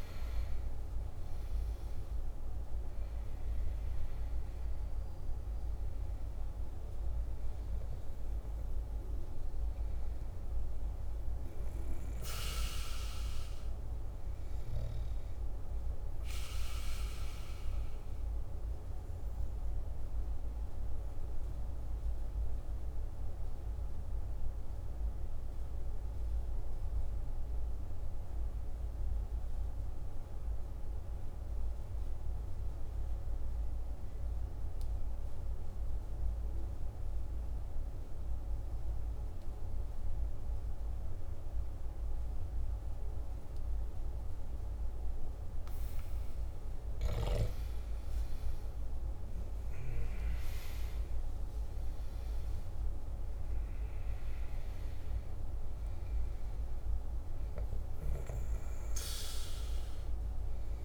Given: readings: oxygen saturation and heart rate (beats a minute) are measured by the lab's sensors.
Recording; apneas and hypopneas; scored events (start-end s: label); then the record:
breathing in sleep, hard to hear, by a room microphone; 1
0.00-1.50 s: arousal
0.00-26.50 s: oxygen desaturation (device-marked, oxygen 91% lowest, heart rate 50 extreme)
20.00-45.50 s: obstructive apnea (oxygen 98% before, 91% lowest, heart rate 55 before, 48 extreme, up 9 after)
45.50-60.85 s: oxygen desaturation (device-marked, oxygen 98% before, 91% lowest, heart rate 51 before, 48 extreme)
46.50-51.50 s: arousal
From the record:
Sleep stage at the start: N2 (light sleep); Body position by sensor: on the back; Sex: male